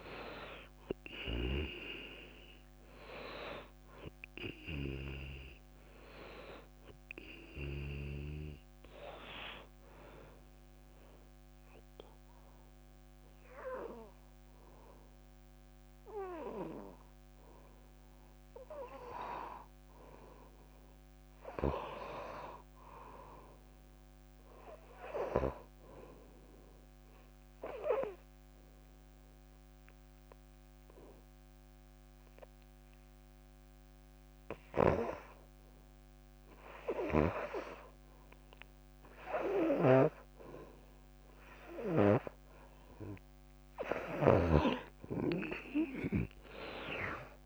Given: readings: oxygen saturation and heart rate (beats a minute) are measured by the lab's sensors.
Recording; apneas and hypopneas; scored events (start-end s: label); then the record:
breathing in sleep by a microphone on the trachea; 1
0.00-19.00 s: oxygen desaturation (device-marked, oxygen 80% lowest)
21.00-24.00 s: arousal
26.50-37.50 s: obstructive apnea (oxygen 98% before, 76% lowest)
32.00-47.46 s: oxygen desaturation (device-marked, oxygen 98% before, 84% lowest)
40.00-47.46 s: snoring (device-marked)
45.50-47.46 s: arousal
From the record:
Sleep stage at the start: N2 (light sleep); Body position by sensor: on the back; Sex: female